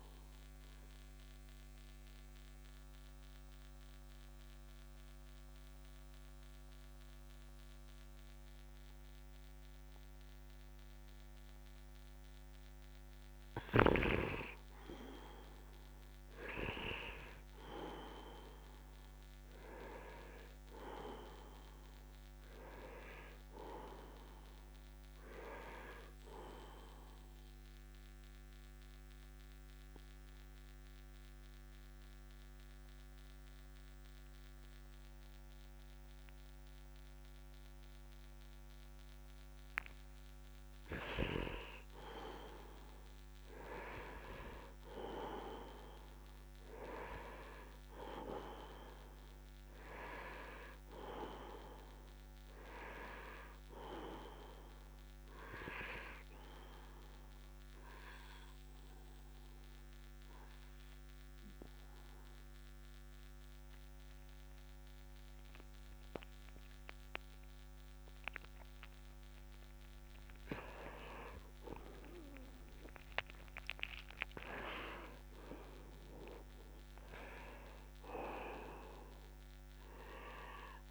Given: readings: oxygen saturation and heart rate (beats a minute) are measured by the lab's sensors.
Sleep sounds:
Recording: breathing in sleep by a microphone on the trachea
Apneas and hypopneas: 3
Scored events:
0.00-10.50 s: oxygen desaturation (device-marked, oxygen 89% lowest, heart rate 66 extreme)
1.00-14.00 s: obstructive apnea (oxygen 98% before, 89% lowest, heart rate 67 before, 66 extreme)
15.50-19.00 s: arousal
22.50-40.50 s: oxygen desaturation (device-marked, oxygen 98% before, 92% lowest, heart rate 68 before, 65 extreme)
28.00-40.50 s: obstructive apnea (oxygen 98% before, 89% lowest, heart rate 67 before, 65 extreme)
42.50-47.00 s: arousal
47.50-67.50 s: oxygen desaturation (device-marked, oxygen 97% before, 89% lowest, heart rate 68 before, 69 extreme)
57.50-70.00 s: obstructive apnea (oxygen 97% before, 89% lowest, heart rate 68 before, 69 extreme, up 4 after)
72.00-76.50 s: arousal
From the record:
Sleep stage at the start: N2 (light sleep)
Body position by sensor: upright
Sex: male

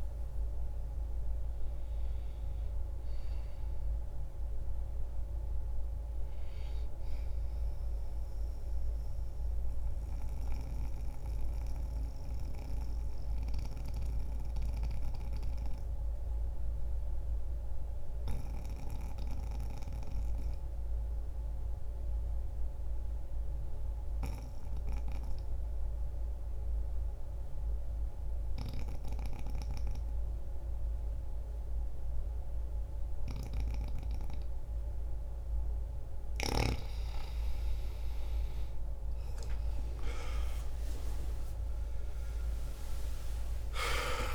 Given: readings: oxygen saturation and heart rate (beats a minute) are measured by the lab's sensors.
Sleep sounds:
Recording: breathing in sleep by a room microphone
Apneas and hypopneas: 1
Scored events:
0.00-24.00 s: oxygen desaturation (device-marked, oxygen 85% lowest)
6.00-35.50 s: mixed apnea (oxygen 97% before, 85% lowest)
33.00-44.35 s: oxygen desaturation (device-marked, oxygen 98% before, 86% lowest)
From the record:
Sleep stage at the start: N2 (light sleep)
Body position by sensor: on the back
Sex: male

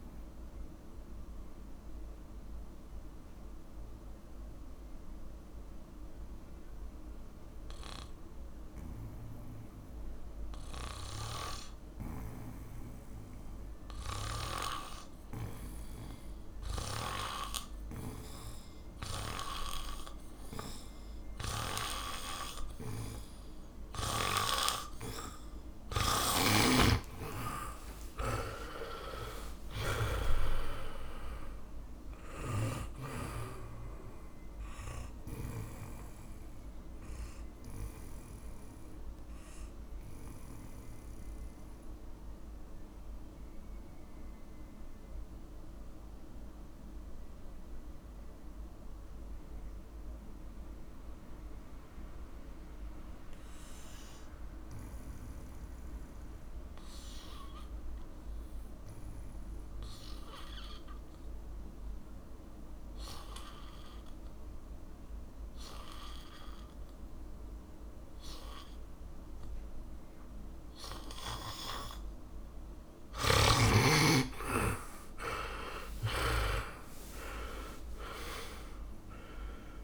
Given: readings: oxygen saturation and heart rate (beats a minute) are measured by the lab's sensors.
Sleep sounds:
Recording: a person partly awake in a sleep study, by a room microphone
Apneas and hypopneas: 1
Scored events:
30.00-79.84 s: new sleep stage, N2 (light sleep)
34.00-57.00 s: oxygen desaturation (device-marked, oxygen 94% before, 90% lowest, heart rate 65 before, 50 extreme)
41.50-72.50 s: hypopnea (oxygen 100% before, 83% lowest, heart rate 70 before, 50 extreme, up 28 after)
63.00-79.84 s: oxygen desaturation (device-marked, oxygen 100% before, 83% lowest, heart rate 63 before, 50 extreme)
74.00-78.50 s: arousal
From the record:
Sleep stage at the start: awake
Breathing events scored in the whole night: 322 in 4.2 hours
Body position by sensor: on the back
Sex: male

